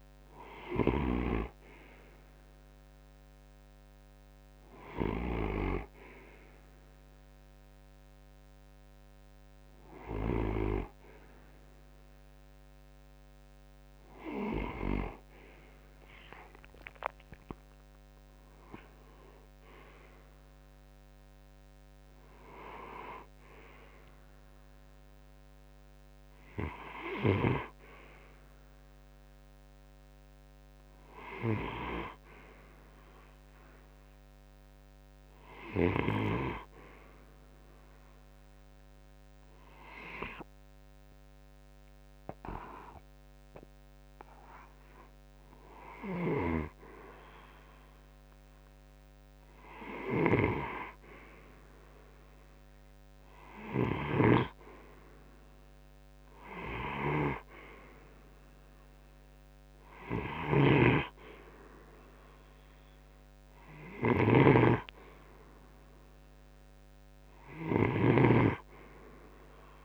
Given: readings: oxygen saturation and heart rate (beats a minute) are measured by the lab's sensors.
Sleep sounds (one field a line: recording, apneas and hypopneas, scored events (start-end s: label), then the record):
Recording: breathing in sleep by a microphone on the trachea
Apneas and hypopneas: 1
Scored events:
0.00-7.50 s: oxygen desaturation (device-marked, oxygen 88% lowest)
15.00-19.00 s: arousal
36.50-46.50 s: hypopnea (oxygen 94% before, 90% lowest)
49.50-53.00 s: arousal
59.50-69.84 s: snoring (device-marked)
From the record:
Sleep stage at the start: N2 (light sleep)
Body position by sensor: on the right side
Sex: male